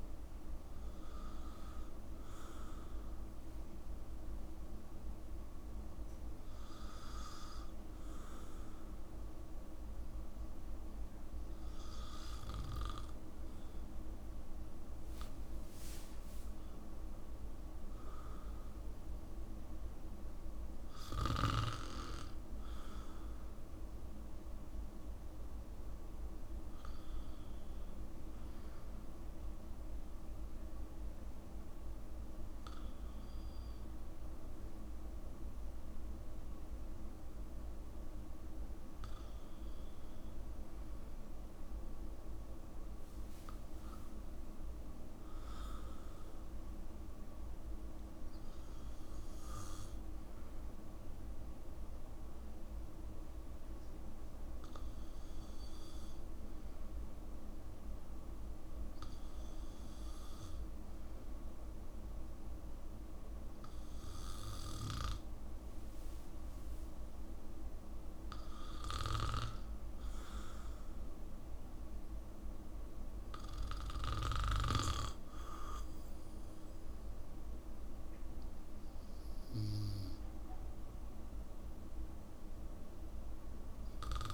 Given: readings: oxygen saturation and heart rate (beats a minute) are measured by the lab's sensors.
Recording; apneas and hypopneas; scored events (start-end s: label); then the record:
breathing in sleep by a room microphone; none
none scored
From the record:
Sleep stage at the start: N2 (light sleep); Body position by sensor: on the back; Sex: male